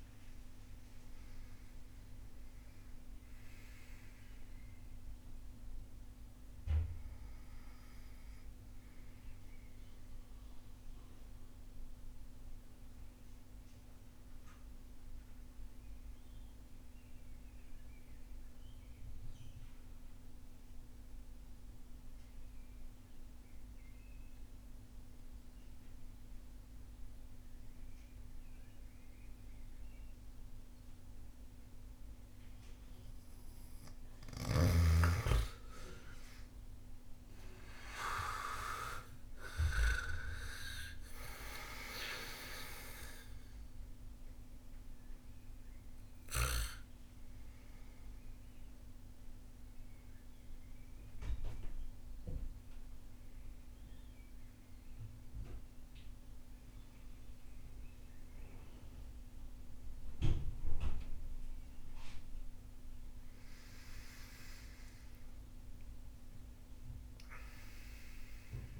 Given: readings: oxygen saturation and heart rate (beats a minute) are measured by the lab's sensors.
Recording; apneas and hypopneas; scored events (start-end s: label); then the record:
breathing in sleep by a room microphone; 2
0.00-27.50 s: oxygen desaturation (device-marked, oxygen 84% lowest)
9.00-33.00 s: central apnea (oxygen 99% before, 84% lowest)
34.50-62.50 s: oxygen desaturation (device-marked, oxygen 99% before, 88% lowest)
36.00-40.00 s: arousal
46.00-61.50 s: central apnea (oxygen 99% before, 88% lowest)
64.00-68.50 s: arousal
From the record:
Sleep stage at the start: N2 (light sleep); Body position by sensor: on the back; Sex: male